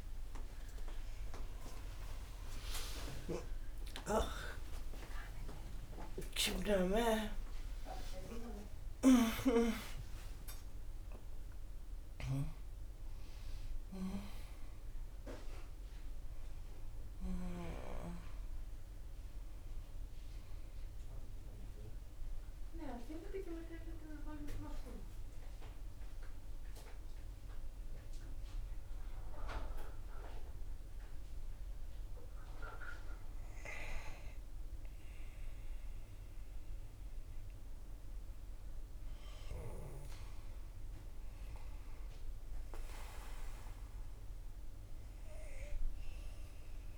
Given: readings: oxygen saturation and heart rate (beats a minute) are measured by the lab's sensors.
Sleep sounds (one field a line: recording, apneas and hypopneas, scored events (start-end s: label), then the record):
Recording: a person awake in a sleep study, by a room microphone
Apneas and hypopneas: none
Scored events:
7.50-46.98 s: new sleep stage, awake
From the record:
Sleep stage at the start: N2 (light sleep)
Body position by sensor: on the back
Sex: female